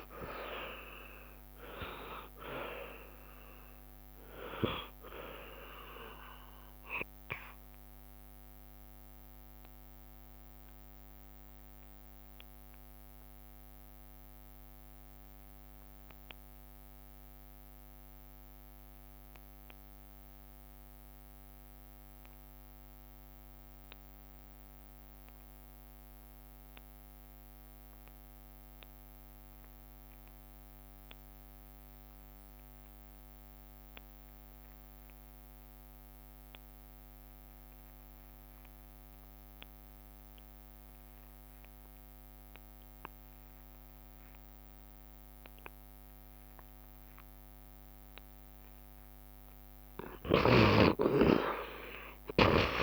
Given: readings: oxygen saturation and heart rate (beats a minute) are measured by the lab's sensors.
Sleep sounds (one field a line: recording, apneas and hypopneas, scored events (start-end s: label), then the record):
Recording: breathing in sleep by a microphone on the trachea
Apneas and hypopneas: 1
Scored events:
0.00-26.00 s: oxygen desaturation (device-marked, oxygen 64% lowest, heart rate 68 extreme)
8.50-48.50 s: obstructive apnea (oxygen 77% before, 65% lowest, heart rate 81 before, 68 extreme, up 60 after)
31.00-52.83 s: oxygen desaturation (device-marked, oxygen 93% before, 65% lowest, heart rate 69 before, 67 extreme)
43.00-45.00 s: long interval between heartbeats (device-marked, heart rate 70 before, 81 extreme)
44.00-52.00 s: tachycardia (device-marked, heart rate 76 before, 122 extreme)
47.00-49.00 s: long interval between heartbeats (device-marked, heart rate 74 before, 101 extreme)
49.50-51.50 s: long interval between heartbeats (device-marked, heart rate 78 before, 116 extreme)
50.00-52.83 s: arousal
From the record:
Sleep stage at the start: N2 (light sleep)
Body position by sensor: on the back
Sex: male